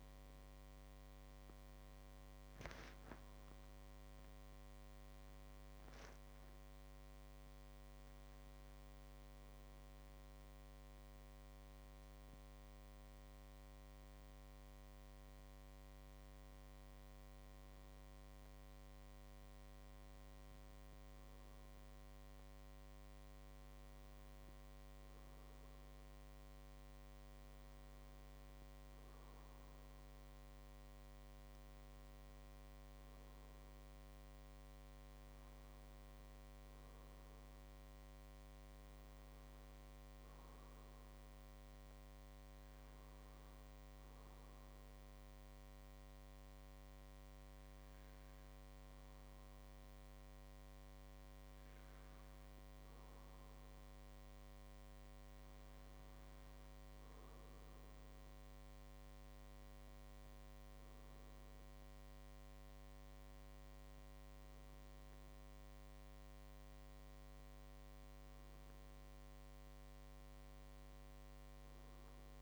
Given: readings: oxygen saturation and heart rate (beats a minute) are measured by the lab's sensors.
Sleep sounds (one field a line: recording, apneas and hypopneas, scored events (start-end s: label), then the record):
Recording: a person partly awake in a sleep study, hard to hear, by a microphone on the trachea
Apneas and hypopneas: 1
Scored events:
8.00-72.42 s: new sleep stage, N1 (lightest sleep)
43.00-54.00 s: obstructive apnea (oxygen 97% before, 95% lowest)
56.50-60.00 s: arousal
From the record:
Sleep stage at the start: awake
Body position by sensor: on the back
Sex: male